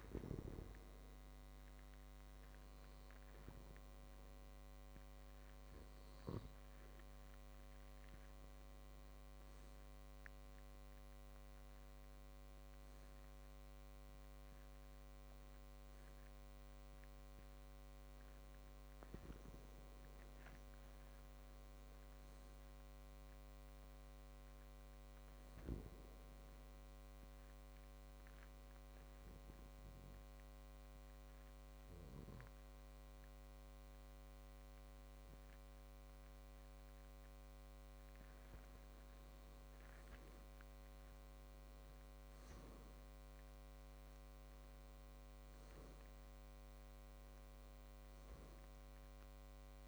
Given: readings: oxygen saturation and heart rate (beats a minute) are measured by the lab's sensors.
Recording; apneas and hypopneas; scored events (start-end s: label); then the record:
breathing in sleep, hard to hear, by a microphone on the trachea; 2
0.50-10.50 s: obstructive apnea (oxygen 96% before, 93% lowest, heart rate 65 before, 60 extreme, up 5 after)
12.50-16.50 s: arousal
28.00-39.00 s: obstructive apnea (oxygen 96% before, 93% lowest, heart rate 65 before, 59 extreme, up 9 after)
42.00-45.50 s: arousal
From the record:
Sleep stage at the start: N2 (light sleep); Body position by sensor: on the back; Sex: male